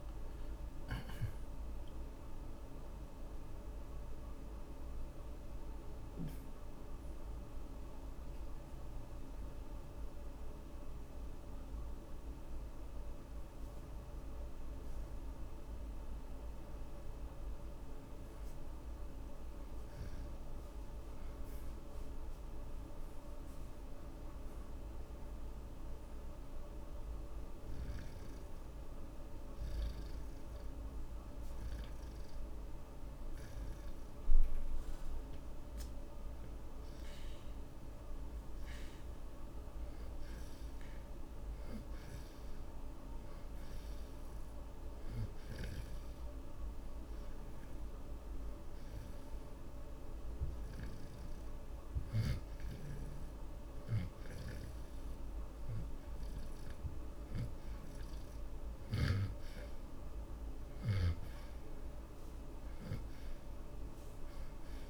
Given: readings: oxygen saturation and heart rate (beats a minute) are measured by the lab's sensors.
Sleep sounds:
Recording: breathing in sleep, hard to hear, by a room microphone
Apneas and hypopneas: 3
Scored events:
0.00-19.50 s: oxygen desaturation (device-marked, oxygen 71% lowest)
3.50-17.00 s: hypopnea (oxygen 79% before, 71% lowest)
20.50-24.50 s: arousal
26.00-37.00 s: hypopnea (oxygen 92% before, 74% lowest)
30.50-38.50 s: oxygen desaturation (device-marked, oxygen 92% before, 77% lowest)
39.50-43.50 s: arousal
46.50-62.50 s: oxygen desaturation (device-marked, oxygen 82% before, 74% lowest)
47.00-58.50 s: hypopnea (oxygen 92% before, 73% lowest)
60.50-64.00 s: arousal
From the record:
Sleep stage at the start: N2 (light sleep)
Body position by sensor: on the back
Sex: male

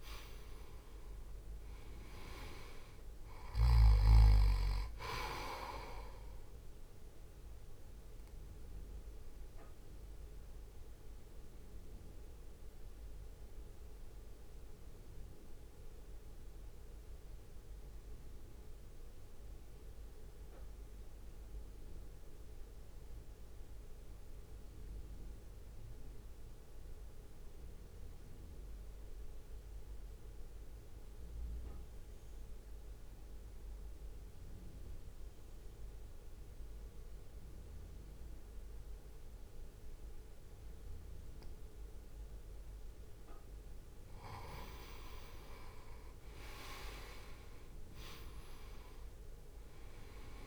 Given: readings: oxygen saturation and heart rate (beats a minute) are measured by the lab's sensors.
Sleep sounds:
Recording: breathing in sleep by a room microphone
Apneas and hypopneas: 1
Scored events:
0.00-3.50 s: arousal
0.00-30.00 s: oxygen desaturation (device-marked, oxygen 89% lowest, heart rate 49 extreme)
2.00-16.00 s: drop in pulse transit time (device-marked, heart rate 62 before, 49 extreme)
8.00-43.50 s: mixed apnea (oxygen 98% before, 87% lowest, heart rate 60 before, 52 extreme, up 4 after)
45.00-50.47 s: oxygen desaturation (device-marked, oxygen 97% before, 87% lowest, heart rate 61 before, 52 extreme)
46.00-49.00 s: arousal
49.00-50.47 s: drop in pulse transit time (device-marked, heart rate 61 before, 52 extreme)
From the record:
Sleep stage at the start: N2 (light sleep)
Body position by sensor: on the right side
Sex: male

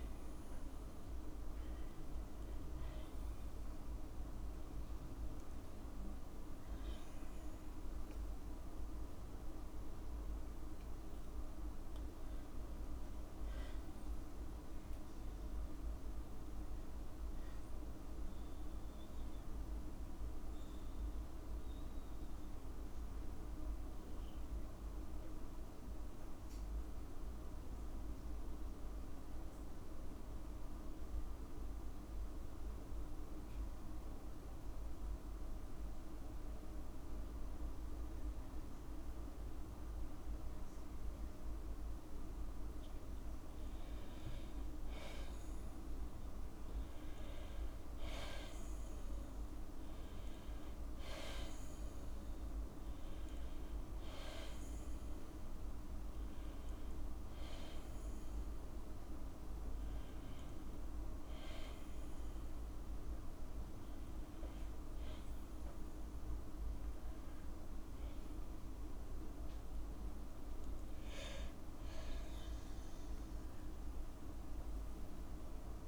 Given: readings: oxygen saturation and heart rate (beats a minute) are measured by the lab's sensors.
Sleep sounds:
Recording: breathing in sleep, hard to hear, by a room microphone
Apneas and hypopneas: 1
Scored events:
6.00-10.50 s: arousal
8.50-29.50 s: oxygen desaturation (device-marked, oxygen 96% before, 92% lowest, heart rate 61 before, 54 extreme)
21.00-66.50 s: mixed apnea (oxygen 96% before, 92% lowest, heart rate 61 before, 54 extreme, up 1 after)
71.00-74.50 s: arousal
74.50-75.88 s: oxygen desaturation (device-marked, oxygen 97% before, 92% lowest, heart rate 59 before, 52 extreme)
From the record:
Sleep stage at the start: N2 (light sleep)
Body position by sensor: on the back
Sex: female

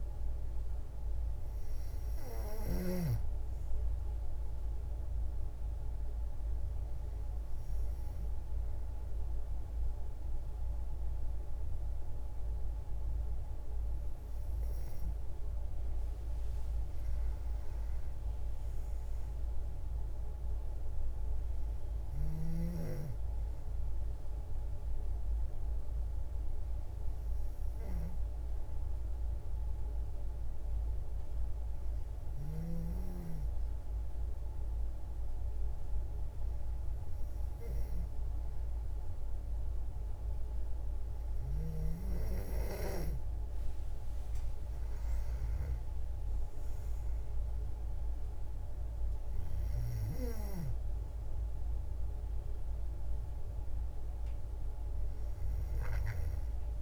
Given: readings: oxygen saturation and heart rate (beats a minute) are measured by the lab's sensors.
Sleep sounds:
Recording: breathing in sleep by a room microphone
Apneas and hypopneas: 2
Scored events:
0.00-22.50 s: oxygen desaturation (device-marked, oxygen 92% lowest, heart rate 59 extreme)
4.00-14.50 s: hypopnea (oxygen 96% before, 92% lowest, heart rate 101 before, 59 extreme, up 5 after)
16.50-20.00 s: arousal
24.50-44.00 s: hypopnea (oxygen 96% before, 93% lowest, heart rate 76 before, 76 extreme)
44.50-47.50 s: arousal
From the record:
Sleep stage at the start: N2 (light sleep)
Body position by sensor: on the back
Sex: female

